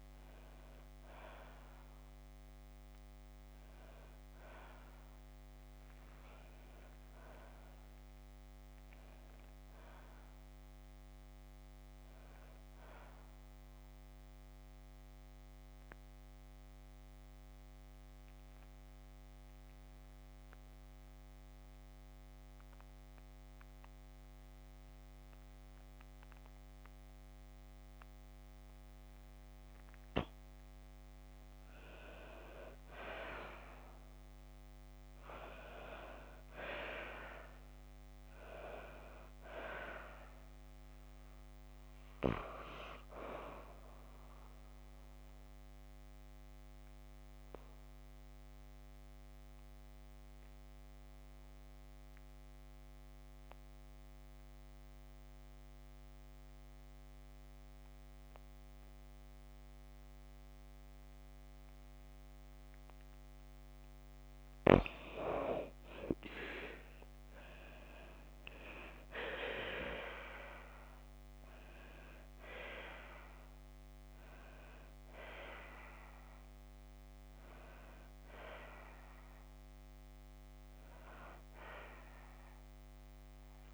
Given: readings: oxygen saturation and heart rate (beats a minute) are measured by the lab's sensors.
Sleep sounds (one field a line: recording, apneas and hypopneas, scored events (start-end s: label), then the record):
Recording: breathing in sleep by a microphone on the trachea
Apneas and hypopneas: 2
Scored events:
9.00-12.00 s: arousal
14.00-31.00 s: mixed apnea (oxygen 96% before, 89% lowest, heart rate 62 before, 54 extreme, up 2 after)
15.50-37.50 s: oxygen desaturation (device-marked, oxygen 96% before, 89% lowest, heart rate 61 before, 53 extreme)
33.00-36.00 s: arousal
45.50-62.50 s: obstructive apnea (oxygen 98% before, 91% lowest, heart rate 56 before, 53 extreme, up 15 after)
65.00-67.50 s: arousal
67.50-78.50 s: oxygen desaturation (device-marked, oxygen 98% before, 91% lowest, heart rate 56 before, 55 extreme)
80.00-83.00 s: arousal
From the record:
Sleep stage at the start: N2 (light sleep)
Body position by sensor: on the back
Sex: female